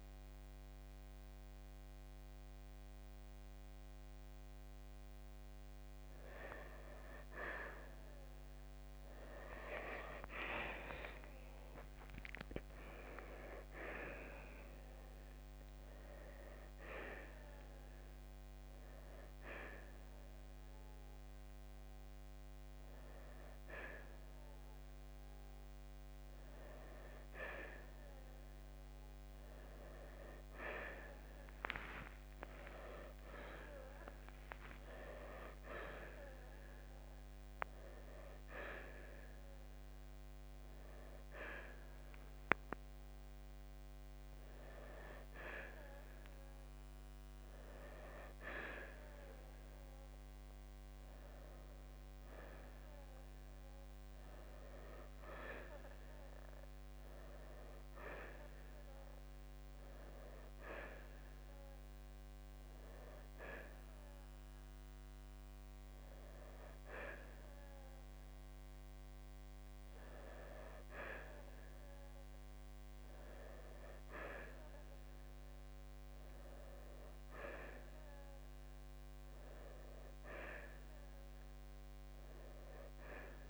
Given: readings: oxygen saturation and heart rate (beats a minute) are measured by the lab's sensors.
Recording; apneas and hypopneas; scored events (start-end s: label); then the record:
breathing in sleep by a microphone on the trachea; 1
2.50-17.50 s: oxygen desaturation (device-marked, oxygen 93% before, 89% lowest, heart rate 67 before, 64 extreme)
10.00-14.00 s: arousal
18.00-28.00 s: hypopnea (oxygen 93% before, 88% lowest, heart rate 68 before, 65 extreme, up 0 after)
28.50-38.50 s: oxygen desaturation (device-marked, oxygen 92% before, 88% lowest, heart rate 69 before, 65 extreme)
30.50-35.50 s: arousal
49.50-59.50 s: oxygen desaturation (device-marked, oxygen 92% before, 89% lowest, heart rate 68 before, 65 extreme)
49.50-83.50 s: new sleep stage, N2 (light sleep)
From the record:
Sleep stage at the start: N1 (lightest sleep); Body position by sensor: on the right side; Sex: male